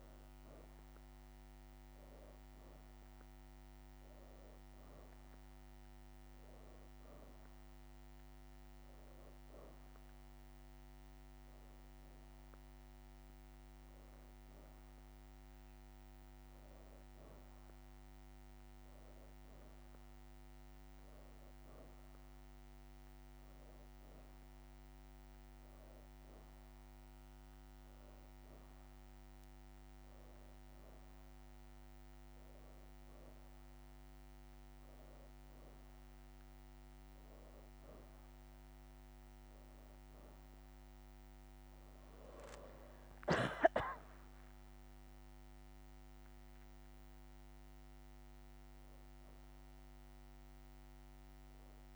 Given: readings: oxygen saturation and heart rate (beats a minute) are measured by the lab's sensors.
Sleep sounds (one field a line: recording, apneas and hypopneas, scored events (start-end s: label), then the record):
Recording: breathing in sleep, hard to hear, by a microphone on the trachea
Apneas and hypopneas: none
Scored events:
2.00-11.00 s: leg movement (device-marked)
28.50-31.00 s: leg movement (device-marked)
42.00-45.00 s: leg movement (device-marked)
From the record:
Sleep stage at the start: N2 (light sleep)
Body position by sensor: on the back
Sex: female